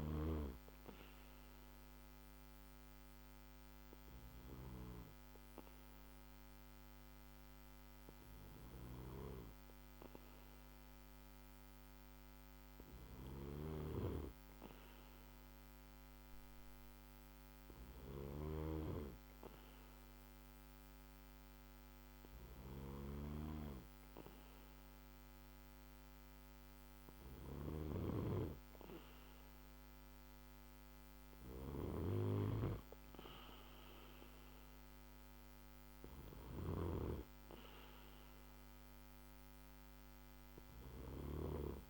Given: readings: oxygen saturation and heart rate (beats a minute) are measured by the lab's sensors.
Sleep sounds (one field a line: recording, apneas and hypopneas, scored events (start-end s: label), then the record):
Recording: breathing in sleep by a microphone on the trachea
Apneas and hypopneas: none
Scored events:
none scored
From the record:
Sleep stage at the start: N2 (light sleep)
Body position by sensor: on the back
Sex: male